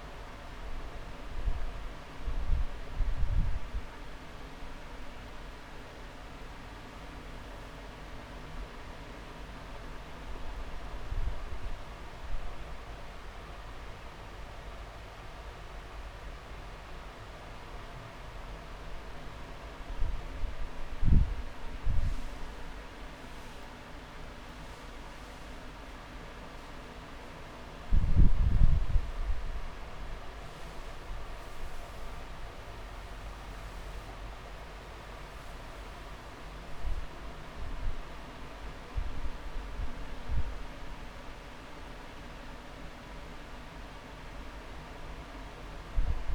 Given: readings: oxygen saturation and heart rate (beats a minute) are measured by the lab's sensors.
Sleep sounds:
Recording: breathing in sleep, hard to hear, by a room microphone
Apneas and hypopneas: none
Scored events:
8.50-10.50 s: long interval between heartbeats (device-marked)
22.50-24.50 s: long interval between heartbeats (device-marked)
23.50-33.50 s: drop in pulse transit time (device-marked)
28.00-30.00 s: long interval between heartbeats (device-marked)
From the record:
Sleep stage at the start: N2 (light sleep)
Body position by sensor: on the back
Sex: male

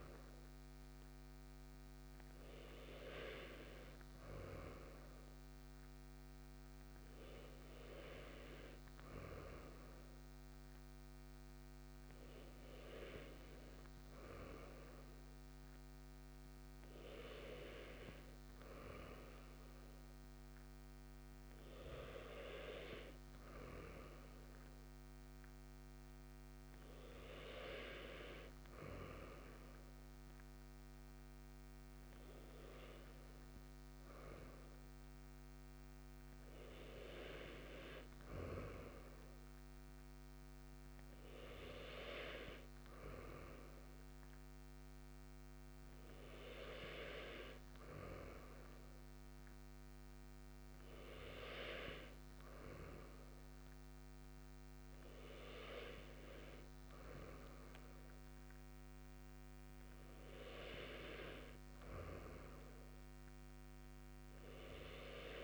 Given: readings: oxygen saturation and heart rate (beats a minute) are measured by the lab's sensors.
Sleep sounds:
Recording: breathing in sleep by a microphone on the trachea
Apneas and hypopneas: none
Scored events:
none scored
From the record:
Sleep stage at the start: N2 (light sleep)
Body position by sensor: on the right side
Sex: male

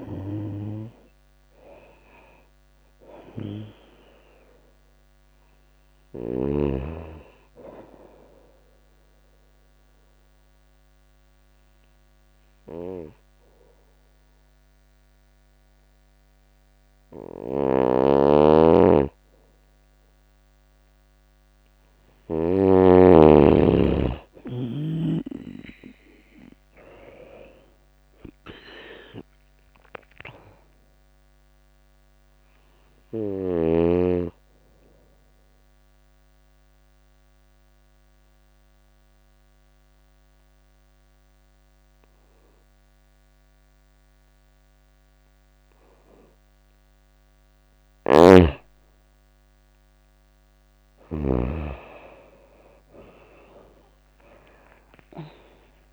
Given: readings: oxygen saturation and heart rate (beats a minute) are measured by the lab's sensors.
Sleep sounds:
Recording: breathing in sleep by a microphone on the trachea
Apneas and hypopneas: 2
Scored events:
0.00-3.00 s: arousal
7.50-21.00 s: obstructive apnea (oxygen 97% before, 88% lowest, heart rate 83 before, 79 extreme, up 3 after)
8.50-19.50 s: oxygen desaturation (device-marked, oxygen 97% before, 91% lowest, heart rate 83 before, 79 extreme)
17.00-22.00 s: snoring (device-marked)
24.50-29.50 s: arousal
32.50-48.50 s: oxygen desaturation (device-marked, oxygen 97% before, 90% lowest, heart rate 83 before, 79 extreme)
34.50-47.00 s: obstructive apnea (oxygen 97% before, 88% lowest, heart rate 84 before, 79 extreme, up 15 after)
47.50-51.00 s: snoring (device-marked)
49.00-53.50 s: arousal
From the record:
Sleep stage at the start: N2 (light sleep)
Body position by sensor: on the right side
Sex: female

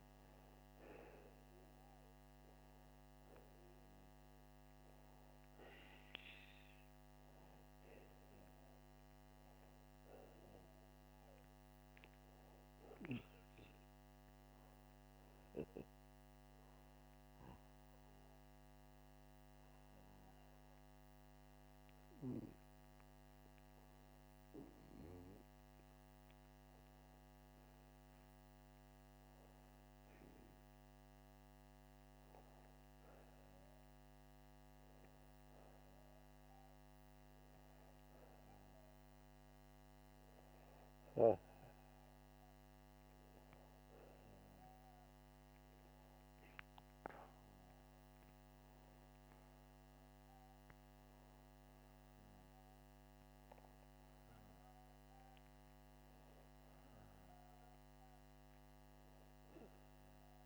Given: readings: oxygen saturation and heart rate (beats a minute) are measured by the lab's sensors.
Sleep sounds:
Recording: breathing in sleep by a microphone on the trachea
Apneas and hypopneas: 1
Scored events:
33.50-45.50 s: hypopnea (oxygen 97% before, 94% lowest, heart rate 84 before, 80 extreme, up 7 after)
48.00-51.00 s: arousal
From the record:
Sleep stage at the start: N2 (light sleep)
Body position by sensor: upright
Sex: male

